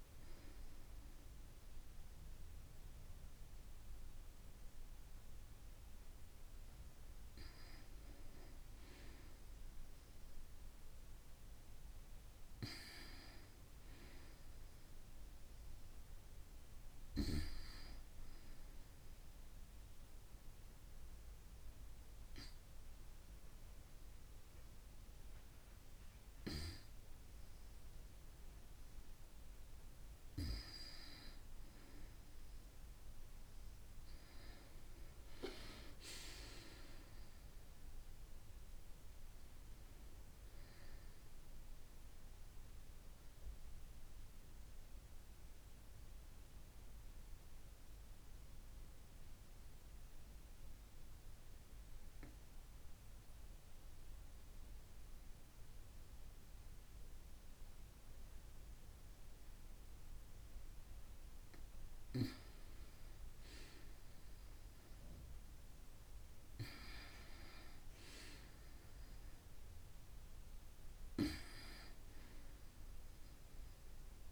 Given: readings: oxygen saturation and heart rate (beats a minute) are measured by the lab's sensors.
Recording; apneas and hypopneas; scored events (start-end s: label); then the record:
breathing in sleep by a room microphone; 2
18.50-29.50 s: hypopnea (oxygen 93% before, 91% lowest)
32.50-37.00 s: arousal
41.50-60.00 s: obstructive apnea (oxygen 93% before, 91% lowest, heart rate 39 before, 37 extreme, up 34 after)
From the record:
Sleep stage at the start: N2 (light sleep); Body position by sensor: on the right side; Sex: female